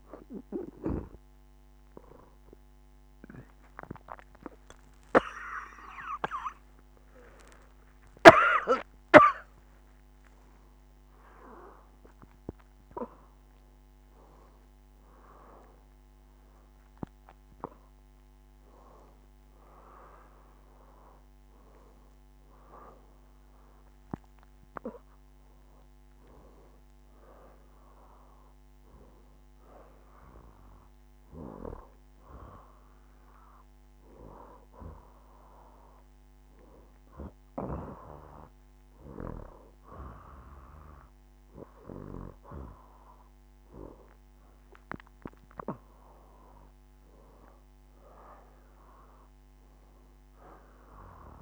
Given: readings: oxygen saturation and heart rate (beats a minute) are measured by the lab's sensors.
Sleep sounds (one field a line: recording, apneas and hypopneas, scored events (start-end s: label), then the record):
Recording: breathing in sleep by a microphone on the trachea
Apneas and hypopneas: none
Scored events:
0.00-13.00 s: oxygen desaturation (device-marked, oxygen 91% lowest, heart rate 80 extreme)
18.50-23.00 s: arousal
48.00-51.42 s: oxygen desaturation (device-marked, oxygen 94% before, 90% lowest, heart rate 81 before, 81 extreme)
From the record:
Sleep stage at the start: N2 (light sleep)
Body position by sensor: on the back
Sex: female